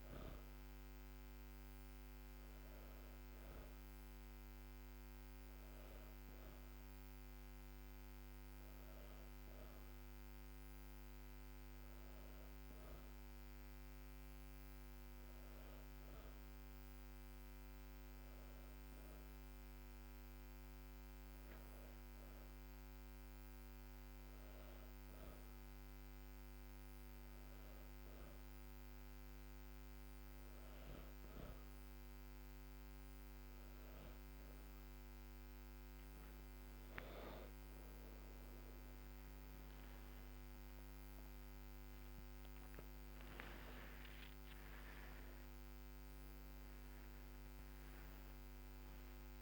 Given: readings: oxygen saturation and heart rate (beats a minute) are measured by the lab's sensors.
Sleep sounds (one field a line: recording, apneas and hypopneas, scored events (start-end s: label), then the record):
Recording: a person partly awake in a sleep study, hard to hear, by a microphone on the trachea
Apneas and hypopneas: none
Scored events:
30.00-49.42 s: new sleep stage, awake
From the record:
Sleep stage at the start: N2 (light sleep)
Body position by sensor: on the back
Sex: female